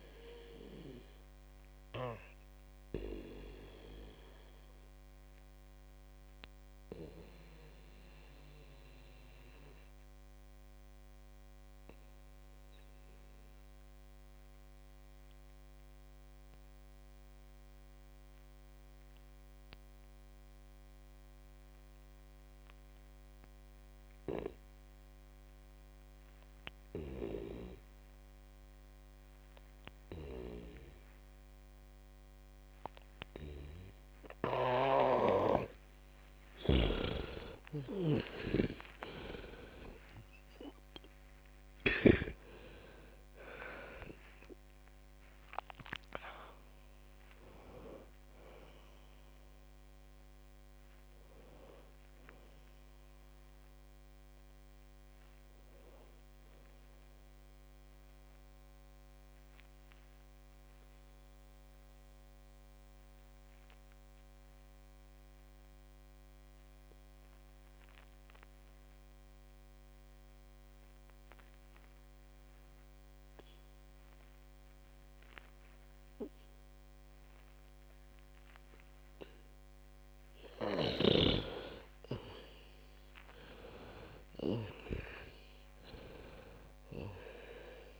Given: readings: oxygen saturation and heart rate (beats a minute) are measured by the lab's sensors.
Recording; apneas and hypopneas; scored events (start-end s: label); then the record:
breathing in sleep by a microphone on the trachea; 2
0.00-17.00 s: oxygen desaturation (device-marked, oxygen 91% lowest, heart rate 49 extreme)
1.00-36.50 s: obstructive apnea (oxygen 99% before, 86% lowest, heart rate 65 before, 49 extreme, up 22 after)
30.00-67.00 s: oxygen desaturation (device-marked, oxygen 98% before, 86% lowest, heart rate 53 before, 49 extreme)
37.50-43.50 s: snoring (device-marked)
38.50-43.50 s: arousal
59.50-81.00 s: obstructive apnea (oxygen 96% before, 86% lowest, heart rate 68 before, 49 extreme, up 14 after)
82.00-87.00 s: arousal
84.00-88.00 s: oxygen desaturation (device-marked, oxygen 98% before, 91% lowest, heart rate 52 before, 49 extreme)
From the record:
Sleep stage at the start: N2 (light sleep); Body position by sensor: on the back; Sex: female